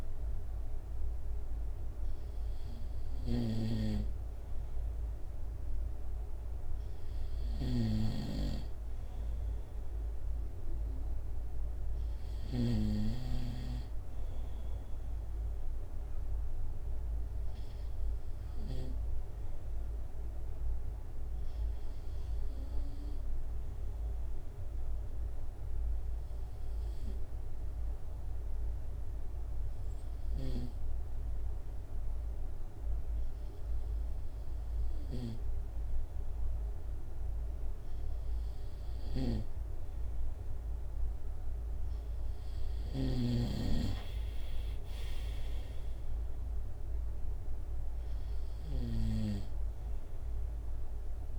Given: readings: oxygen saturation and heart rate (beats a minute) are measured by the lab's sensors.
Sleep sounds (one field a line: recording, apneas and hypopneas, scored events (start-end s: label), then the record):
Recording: breathing in sleep by a room microphone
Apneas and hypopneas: 1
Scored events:
0.00-13.00 s: snoring (device-marked)
11.50-15.00 s: arousal
18.50-36.50 s: obstructive apnea (oxygen 95% before, 94% lowest, heart rate 69 before, 63 extreme, up 0 after)
45.50-49.50 s: arousal
From the record:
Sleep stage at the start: N2 (light sleep)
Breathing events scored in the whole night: 167 in 4.0 hours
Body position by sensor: on the right side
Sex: male